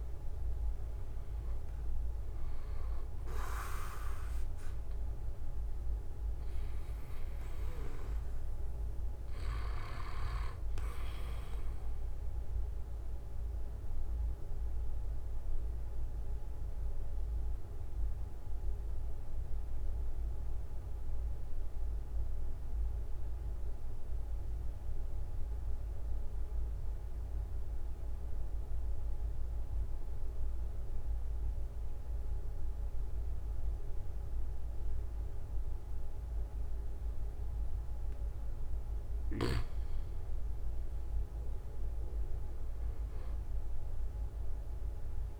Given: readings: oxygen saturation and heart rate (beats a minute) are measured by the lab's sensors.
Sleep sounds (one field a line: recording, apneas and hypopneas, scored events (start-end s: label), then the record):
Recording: breathing in sleep by a room microphone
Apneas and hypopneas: 1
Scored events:
0.00-2.00 s: arousal
4.00-6.00 s: long interval between heartbeats (device-marked, heart rate 47 before, 38 extreme)
9.00-11.00 s: long interval between heartbeats (device-marked, heart rate 45 before, 29 extreme)
13.00-36.50 s: obstructive apnea (oxygen 96% before, 92% lowest)
39.00-41.00 s: long interval between heartbeats (device-marked, heart rate 46 before, 36 extreme)
40.50-45.40 s: arousal
41.50-43.50 s: long interval between heartbeats (device-marked, heart rate 44 before, 32 extreme)
43.50-45.40 s: oxygen desaturation (device-marked, oxygen 97% before, 93% lowest)
From the record:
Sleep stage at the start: N2 (light sleep)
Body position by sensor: on the right side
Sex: male